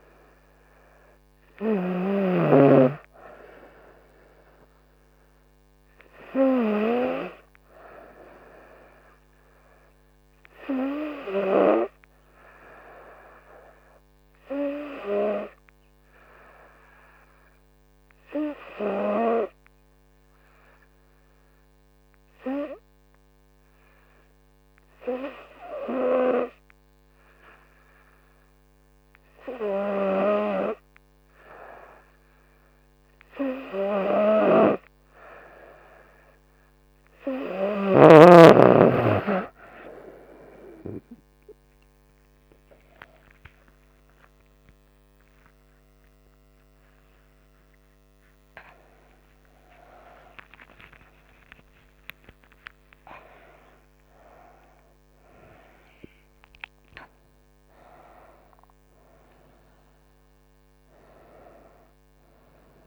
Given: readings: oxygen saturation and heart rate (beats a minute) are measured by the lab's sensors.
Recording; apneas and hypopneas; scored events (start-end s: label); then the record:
a person partly awake in a sleep study, by a microphone on the trachea; 1
12.00-34.00 s: hypopnea (oxygen 96% before, 93% lowest, heart rate 71 before, 68 extreme, up 4 after)
34.00-62.87 s: new sleep stage, awake
From the record:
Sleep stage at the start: N3 (deep sleep); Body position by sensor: on the right side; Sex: female